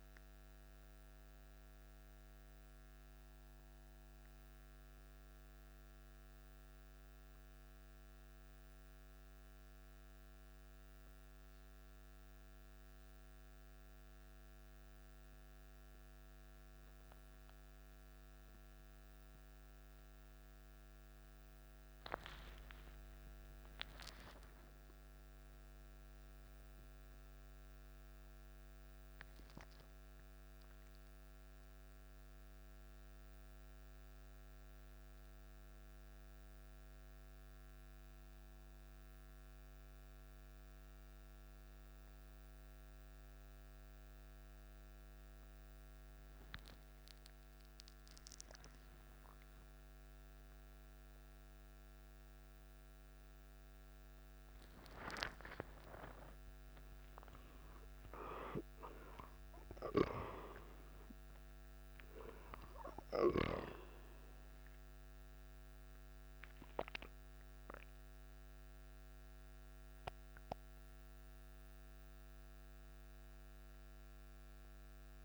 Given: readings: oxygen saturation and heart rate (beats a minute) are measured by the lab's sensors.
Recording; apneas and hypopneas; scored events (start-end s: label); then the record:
a person awake in a sleep study, by a microphone on the trachea; none
none scored
From the record:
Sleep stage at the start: awake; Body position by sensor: on the back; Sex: male